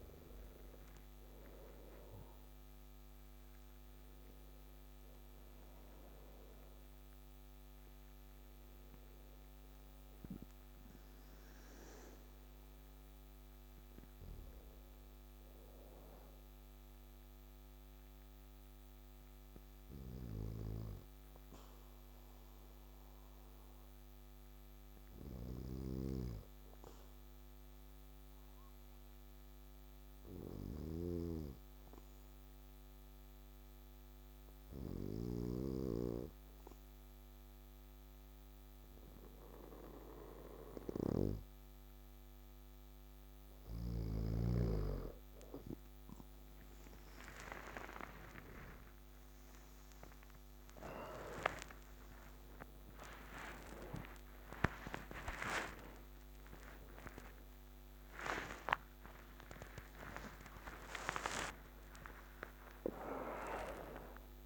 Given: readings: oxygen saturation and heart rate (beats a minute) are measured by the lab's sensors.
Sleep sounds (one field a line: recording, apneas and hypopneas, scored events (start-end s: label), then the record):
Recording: breathing in sleep by a microphone on the trachea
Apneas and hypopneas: 1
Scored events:
0.00-9.50 s: oxygen desaturation (device-marked, oxygen 92% lowest, heart rate 56 extreme)
19.00-40.50 s: obstructive apnea (oxygen 96% before, 93% lowest, heart rate 66 before, 56 extreme, up 4 after)
45.50-64.46 s: oxygen desaturation (device-marked, oxygen 99% before, 93% lowest, heart rate 57 before, 55 extreme)
52.50-64.46 s: new sleep stage, awake
From the record:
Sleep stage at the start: N2 (light sleep)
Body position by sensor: on the back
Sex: male